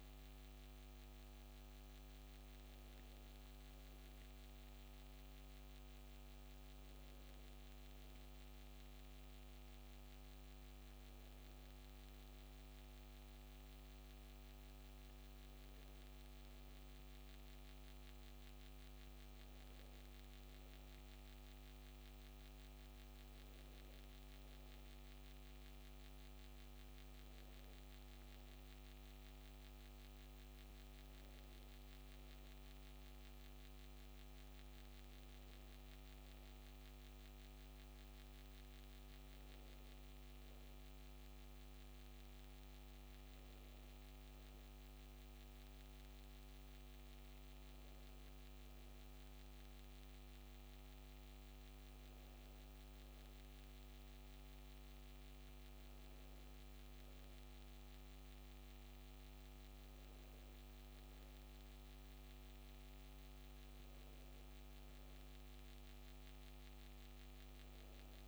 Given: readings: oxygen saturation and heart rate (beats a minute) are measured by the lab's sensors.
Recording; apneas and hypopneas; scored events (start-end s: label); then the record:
breathing in sleep, hard to hear, by a microphone on the trachea; none
none scored
From the record:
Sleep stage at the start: N2 (light sleep); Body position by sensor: on the back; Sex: female